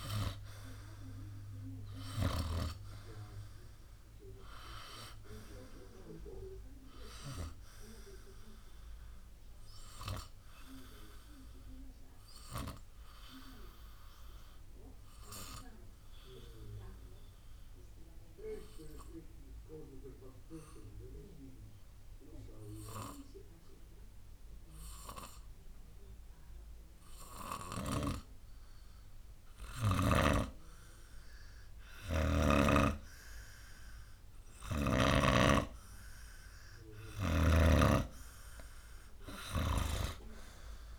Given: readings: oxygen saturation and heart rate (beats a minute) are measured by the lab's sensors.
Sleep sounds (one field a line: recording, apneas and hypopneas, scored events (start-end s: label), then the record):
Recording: breathing in sleep by a room microphone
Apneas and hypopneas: 1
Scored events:
7.50-31.00 s: obstructive apnea (oxygen 97% before, 91% lowest, heart rate 62 before, 57 extreme, up 4 after)
11.00-29.00 s: oxygen desaturation (device-marked, oxygen 97% before, 91% lowest, heart rate 63 before, 57 extreme)
37.50-40.99 s: snoring (device-marked)
From the record:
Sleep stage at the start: N2 (light sleep)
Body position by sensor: on the right side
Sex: male